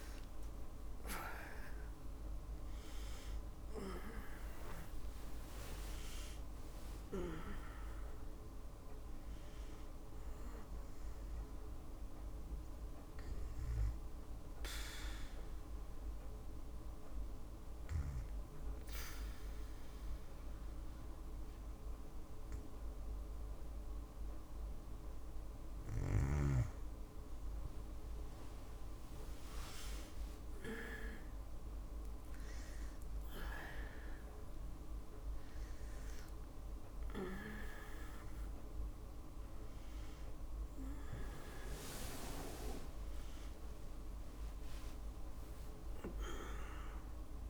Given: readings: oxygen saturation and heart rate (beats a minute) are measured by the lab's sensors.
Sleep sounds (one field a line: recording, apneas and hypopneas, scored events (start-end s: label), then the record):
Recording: breathing in sleep by a room microphone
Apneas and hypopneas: 1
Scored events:
2.50-8.50 s: tachycardia (device-marked, heart rate 68 before, 111 extreme)
13.50-25.00 s: obstructive apnea (oxygen 97% before, 94% lowest, heart rate 88 before, 59 extreme)
25.50-31.50 s: tachycardia (device-marked, heart rate 69 before, 109 extreme)
26.50-31.00 s: arousal
39.50-46.50 s: tachycardia (device-marked, heart rate 70 before, 147 extreme)
42.50-46.00 s: arousal
From the record:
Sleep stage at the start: N2 (light sleep)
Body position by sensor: on the back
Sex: female